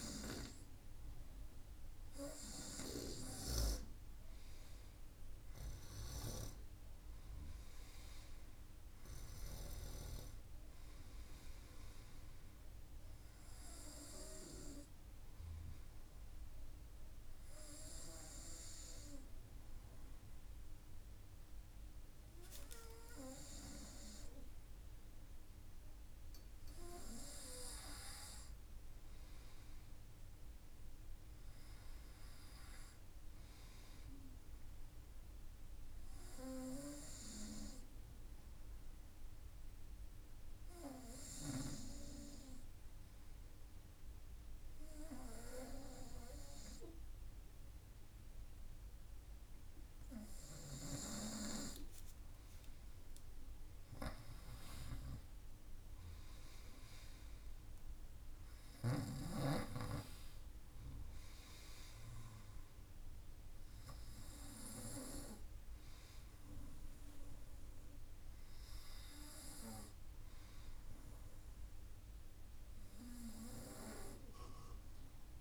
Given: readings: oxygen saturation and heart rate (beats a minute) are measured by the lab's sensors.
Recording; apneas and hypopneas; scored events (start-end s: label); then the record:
breathing in sleep by a room microphone; 2
16.00-27.00 s: obstructive apnea (oxygen 96% before, 94% lowest, heart rate 55 before, 54 extreme, up 3 after)
30.50-33.50 s: arousal
36.00-48.50 s: hypopnea (oxygen 97% before, 94% lowest, heart rate 55 before, 53 extreme, up 3 after)
66.50-70.00 s: arousal
From the record:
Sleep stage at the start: N2 (light sleep); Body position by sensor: on the front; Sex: male